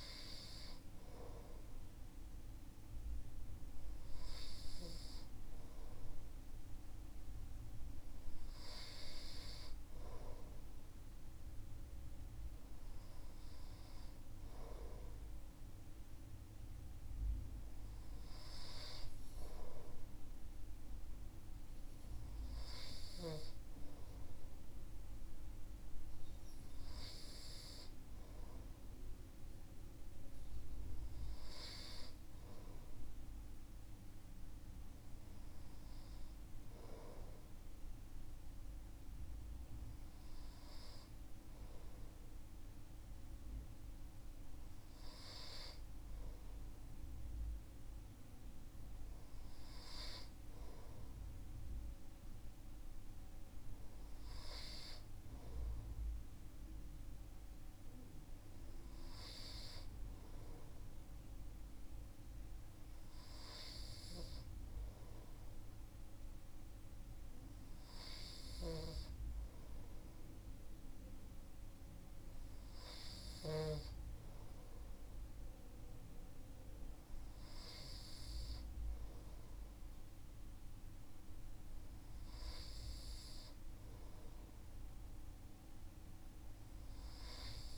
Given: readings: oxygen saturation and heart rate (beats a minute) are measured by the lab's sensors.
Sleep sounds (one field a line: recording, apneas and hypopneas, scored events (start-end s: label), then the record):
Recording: breathing in sleep by a room microphone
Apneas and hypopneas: none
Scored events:
68.00-73.50 s: snoring (device-marked)
From the record:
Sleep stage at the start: N2 (light sleep)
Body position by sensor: on the right side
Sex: male